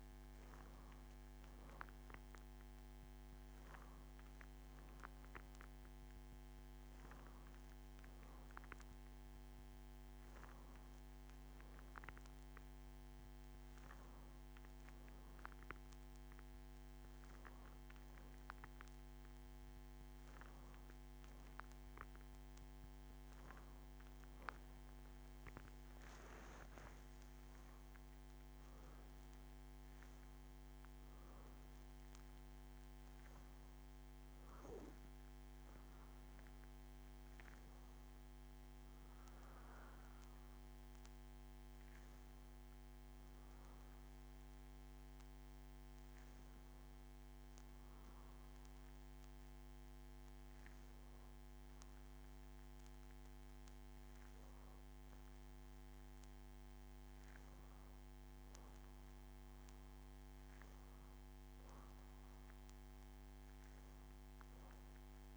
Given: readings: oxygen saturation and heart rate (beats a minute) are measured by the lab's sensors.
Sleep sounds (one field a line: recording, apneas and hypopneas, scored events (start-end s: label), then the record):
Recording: breathing in sleep, hard to hear, by a microphone on the trachea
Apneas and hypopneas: none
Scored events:
35.50-37.50 s: long interval between heartbeats (device-marked, heart rate 73 before, 85 extreme)
From the record:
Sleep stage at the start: N2 (light sleep)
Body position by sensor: on the back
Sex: female